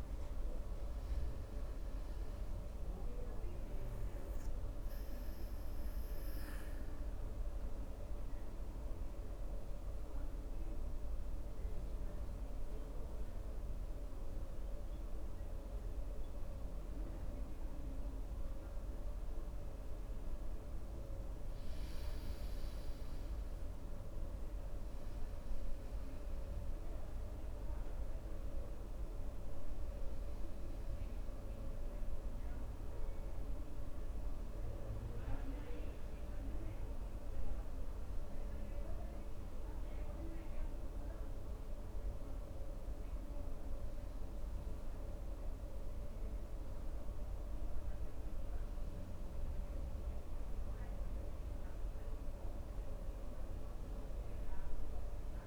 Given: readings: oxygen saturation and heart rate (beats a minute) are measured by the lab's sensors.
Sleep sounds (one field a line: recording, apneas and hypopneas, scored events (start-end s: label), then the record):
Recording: breathing in sleep, hard to hear, by a room microphone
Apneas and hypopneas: 1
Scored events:
3.00-11.00 s: oxygen desaturation (device-marked, oxygen 96% before, 93% lowest, heart rate 67 before, 66 extreme)
5.50-21.50 s: mixed apnea (oxygen 96% before, 91% lowest, heart rate 67 before, 63 extreme, up 3 after)
23.50-27.50 s: arousal
49.00-55.46 s: oxygen desaturation (device-marked, oxygen 95% before, 91% lowest, heart rate 66 before, 61 extreme)
50.00-55.46 s: new sleep stage, N1 (lightest sleep)
From the record:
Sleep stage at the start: N2 (light sleep)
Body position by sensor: on the right side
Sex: male